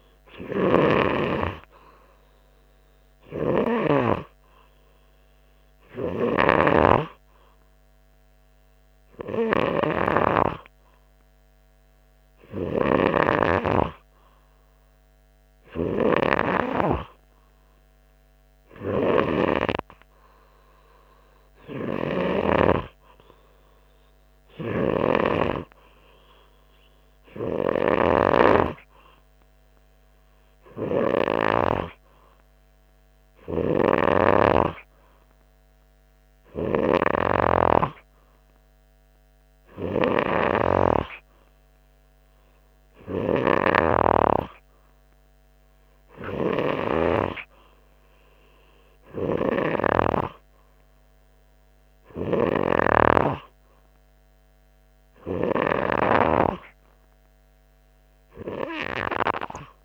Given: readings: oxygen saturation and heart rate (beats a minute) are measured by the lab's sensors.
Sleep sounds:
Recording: breathing in sleep by a microphone on the trachea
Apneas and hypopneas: none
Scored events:
none scored
From the record:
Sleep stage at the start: N2 (light sleep)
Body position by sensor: on the front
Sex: male

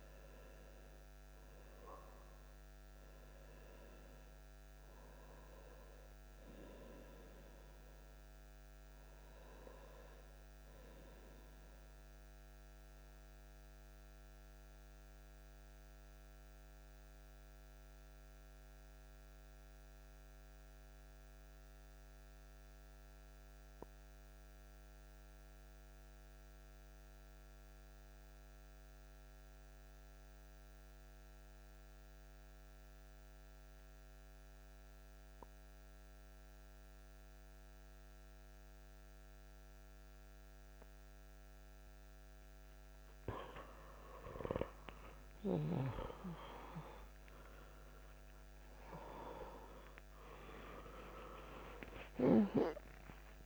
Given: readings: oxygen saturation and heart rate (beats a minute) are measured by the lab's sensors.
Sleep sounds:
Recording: breathing in sleep by a microphone on the trachea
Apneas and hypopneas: 1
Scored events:
0.00-9.00 s: oxygen desaturation (device-marked, oxygen 91% lowest)
9.50-42.00 s: central apnea (oxygen 95% before, 93% lowest)
46.00-53.46 s: new sleep stage, awake
50.00-53.46 s: oxygen desaturation (device-marked, oxygen 97% before, 94% lowest, heart rate 30 before, 29 extreme)
From the record:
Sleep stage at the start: N2 (light sleep)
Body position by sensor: on the back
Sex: male

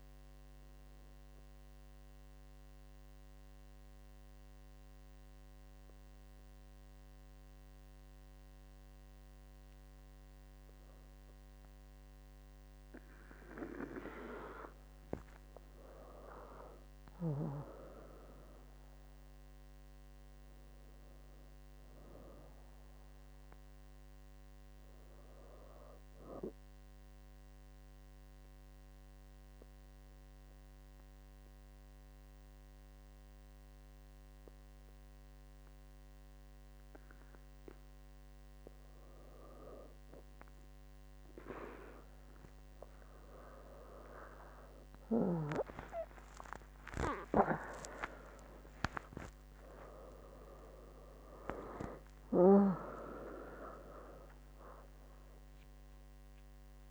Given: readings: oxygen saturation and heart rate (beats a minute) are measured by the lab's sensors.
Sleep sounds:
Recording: breathing in sleep by a microphone on the trachea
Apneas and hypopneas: 2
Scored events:
1.00-14.00 s: obstructive apnea (oxygen 98% before, 96% lowest, heart rate 71 before, 68 extreme, up 6 after)
15.50-19.50 s: arousal
27.00-39.50 s: obstructive apnea (oxygen 97% before, 96% lowest, heart rate 72 before, 70 extreme, up 49 after)
44.00-49.50 s: arousal
From the record:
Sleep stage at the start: N2 (light sleep)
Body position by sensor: on the back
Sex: female

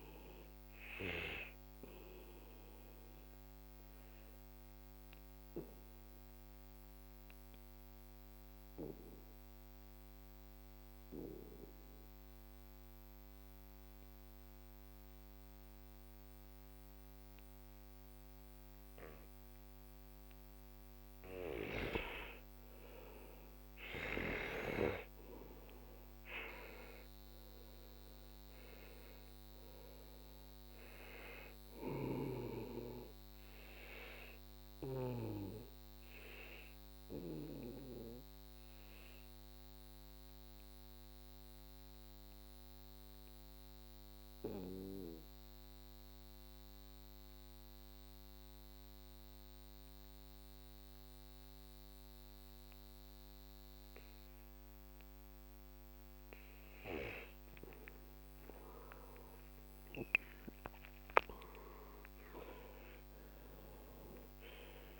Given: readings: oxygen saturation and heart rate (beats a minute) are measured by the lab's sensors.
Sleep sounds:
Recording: breathing in sleep by a microphone on the trachea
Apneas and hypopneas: 2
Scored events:
0.00-16.00 s: oxygen desaturation (device-marked, oxygen 91% lowest, heart rate 43 extreme)
2.00-21.50 s: obstructive apnea (oxygen 97% before, 91% lowest, heart rate 57 before, 42 extreme, up 17 after)
23.50-27.00 s: arousal
29.00-49.00 s: oxygen desaturation (device-marked, oxygen 97% before, 92% lowest, heart rate 49 before, 42 extreme)
31.50-35.00 s: snoring (device-marked)
34.50-56.00 s: obstructive apnea (oxygen 97% before, 91% lowest, heart rate 53 before, 42 extreme, up 19 after)
58.00-61.50 s: arousal
60.00-65.00 s: oxygen desaturation (device-marked, oxygen 97% before, 91% lowest, heart rate 46 before, 44 extreme)
From the record:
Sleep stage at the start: N2 (light sleep)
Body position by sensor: on the back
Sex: male

